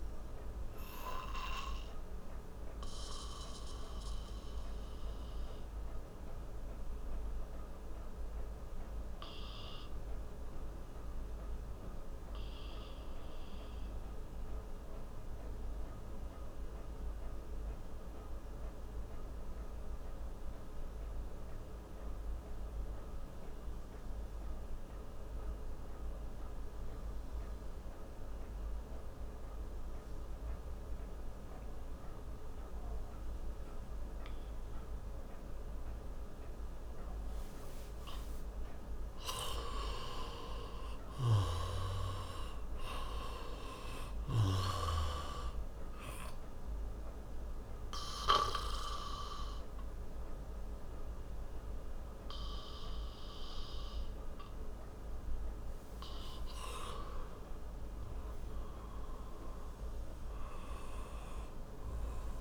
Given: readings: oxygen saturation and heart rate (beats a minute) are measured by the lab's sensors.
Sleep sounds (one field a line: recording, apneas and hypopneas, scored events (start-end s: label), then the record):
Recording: breathing in sleep by a room microphone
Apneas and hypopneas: 2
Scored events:
0.00-21.50 s: oxygen desaturation (device-marked, oxygen 84% lowest)
2.50-37.50 s: obstructive apnea (oxygen 96% before, 84% lowest)
36.50-62.41 s: oxygen desaturation (device-marked, oxygen 98% before, 85% lowest)
39.00-42.00 s: arousal
46.00-56.50 s: obstructive apnea (oxygen 100% before, 85% lowest)
57.50-61.00 s: arousal
From the record:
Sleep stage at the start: N2 (light sleep)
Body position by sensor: on the back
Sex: male